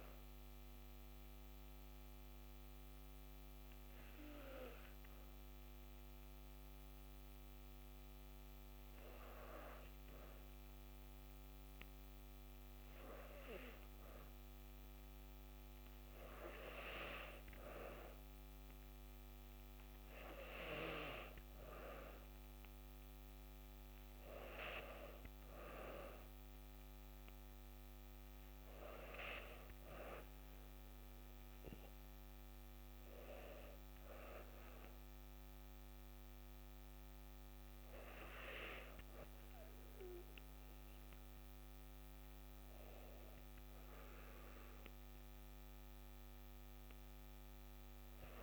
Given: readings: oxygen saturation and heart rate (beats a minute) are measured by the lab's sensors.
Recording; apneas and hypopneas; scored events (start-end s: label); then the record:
breathing in sleep by a microphone on the trachea; 1
1.50-15.00 s: hypopnea (oxygen 92% before, 90% lowest, heart rate 62 before, 60 extreme, up 3 after)
16.50-20.00 s: arousal
From the record:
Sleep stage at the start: N2 (light sleep); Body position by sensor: on the back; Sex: female